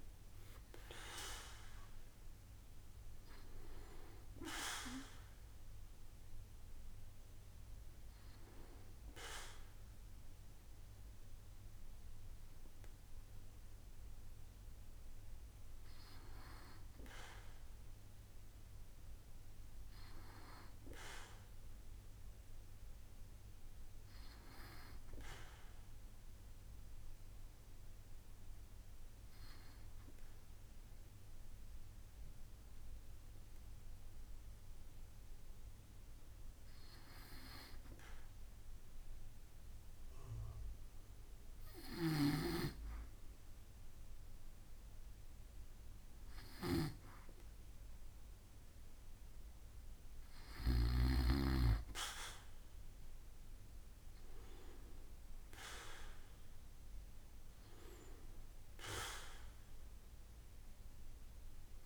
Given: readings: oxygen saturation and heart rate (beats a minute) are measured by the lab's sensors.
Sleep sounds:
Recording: breathing in sleep by a room microphone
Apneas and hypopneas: 1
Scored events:
0.00-1.50 s: arousal
28.00-43.50 s: hypopnea (oxygen 97% before, 95% lowest, heart rate 67 before, 65 extreme, up 4 after)
54.50-58.00 s: arousal
From the record:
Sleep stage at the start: N2 (light sleep)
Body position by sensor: on the back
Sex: male

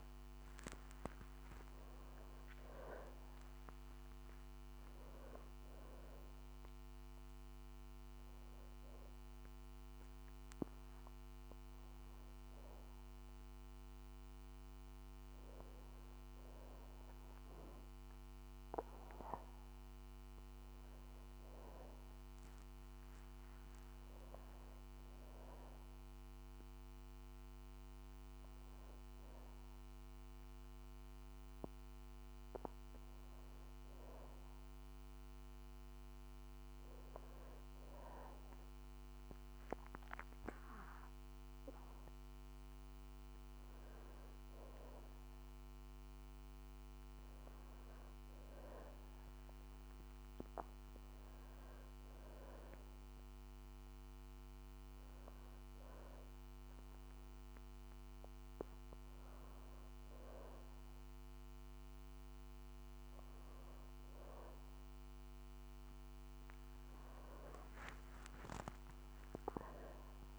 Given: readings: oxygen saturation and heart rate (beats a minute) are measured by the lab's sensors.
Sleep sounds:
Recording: breathing in sleep by a microphone on the trachea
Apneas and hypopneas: none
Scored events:
2.00-7.00 s: arousal
20.00-70.39 s: new sleep stage, N2 (light sleep)
66.50-70.39 s: arousal
From the record:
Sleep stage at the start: N1 (lightest sleep)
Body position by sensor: on the back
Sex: female

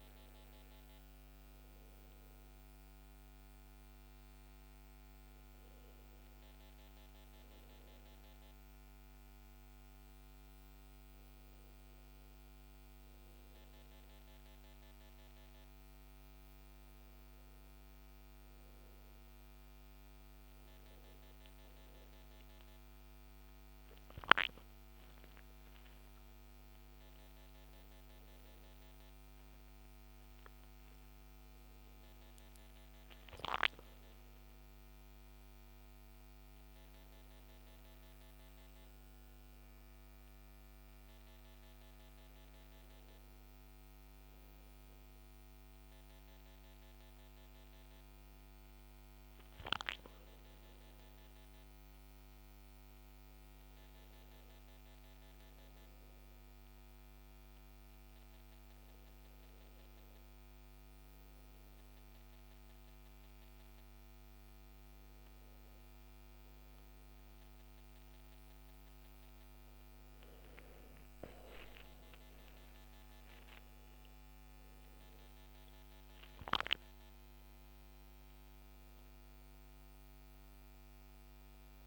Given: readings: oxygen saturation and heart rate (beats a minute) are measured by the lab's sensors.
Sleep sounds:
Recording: breathing in sleep, hard to hear, by a microphone on the trachea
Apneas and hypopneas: none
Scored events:
24.00-28.50 s: arousal
From the record:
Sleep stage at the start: N2 (light sleep)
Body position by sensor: on the back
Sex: male

